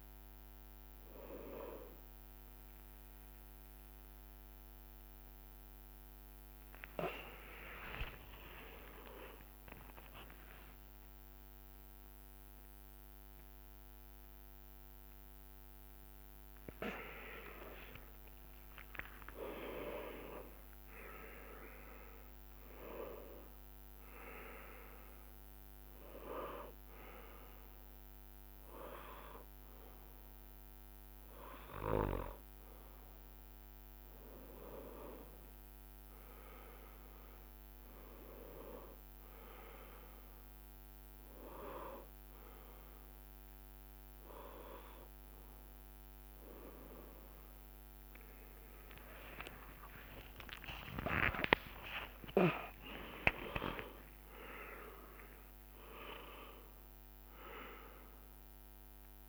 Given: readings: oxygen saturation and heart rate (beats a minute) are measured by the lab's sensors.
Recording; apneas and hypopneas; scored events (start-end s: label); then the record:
a person awake in a sleep study, by a microphone on the trachea; none
4.00-10.00 s: tachycardia (device-marked, heart rate 72 before, 113 extreme)
7.50-9.50 s: long interval between heartbeats (device-marked, heart rate 92 before, 110 extreme)
16.00-22.00 s: tachycardia (device-marked, heart rate 73 before, 128 extreme)
17.50-19.50 s: long interval between heartbeats (device-marked, heart rate 87 before, 91 extreme)
21.50-23.50 s: long interval between heartbeats (device-marked, heart rate 93 before, 128 extreme)
38.00-45.00 s: drop in pulse transit time (device-marked, heart rate 86 before, 73 extreme)
48.00-55.00 s: tachycardia (device-marked, heart rate 73 before, 130 extreme)
49.00-51.00 s: long interval between heartbeats (device-marked, heart rate 71 before, 92 extreme)
53.50-55.50 s: long interval between heartbeats (device-marked, heart rate 78 before, 129 extreme)
From the record:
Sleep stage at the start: awake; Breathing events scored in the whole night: 200 in 4.2 hours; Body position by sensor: on the right side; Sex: male